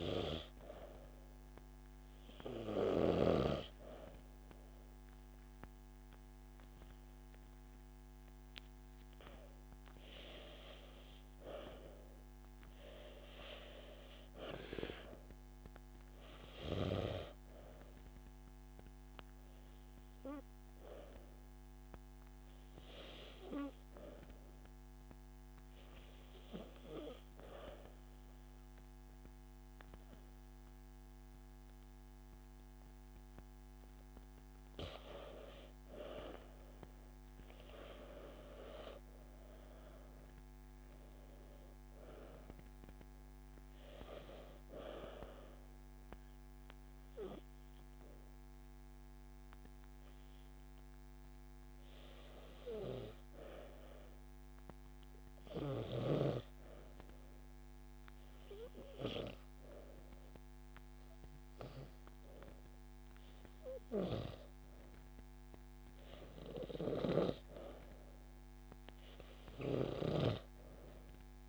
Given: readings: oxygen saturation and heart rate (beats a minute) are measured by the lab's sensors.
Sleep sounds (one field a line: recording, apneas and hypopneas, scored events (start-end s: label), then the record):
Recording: breathing in sleep by a microphone on the trachea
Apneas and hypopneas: 2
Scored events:
24.00-34.50 s: obstructive apnea (oxygen 93% before, 88% lowest)
37.00-41.00 s: arousal
39.50-41.50 s: long interval between heartbeats (device-marked)
40.00-55.00 s: oxygen desaturation (device-marked, oxygen 94% before, 88% lowest)
45.50-64.00 s: hypopnea (oxygen 94% before, 85% lowest)
66.50-71.00 s: arousal
67.00-71.49 s: oxygen desaturation (device-marked, oxygen 96% before, 91% lowest)
From the record:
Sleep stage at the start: N2 (light sleep)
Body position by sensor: on the back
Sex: female